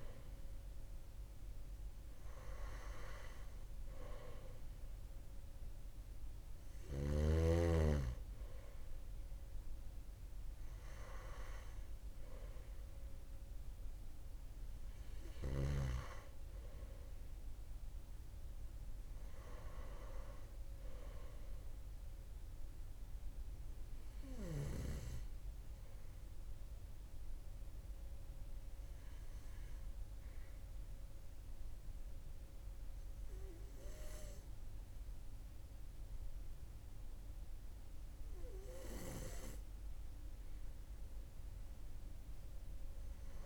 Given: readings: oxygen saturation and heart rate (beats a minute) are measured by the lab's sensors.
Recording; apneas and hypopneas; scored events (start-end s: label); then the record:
breathing in sleep by a room microphone; none
none scored
From the record:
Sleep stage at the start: N2 (light sleep); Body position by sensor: on the right side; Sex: male